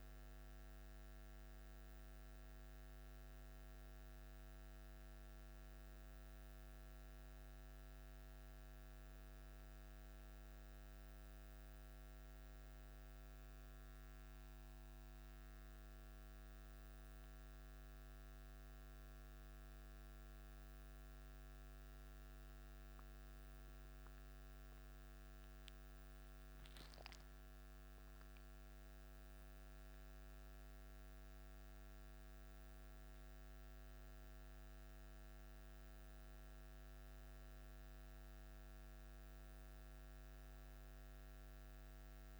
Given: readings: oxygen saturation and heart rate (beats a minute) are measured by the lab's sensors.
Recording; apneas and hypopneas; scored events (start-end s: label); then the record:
a person awake in a sleep study, hard to hear, by a microphone on the trachea; none
none scored
From the record:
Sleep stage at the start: awake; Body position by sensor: on the back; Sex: male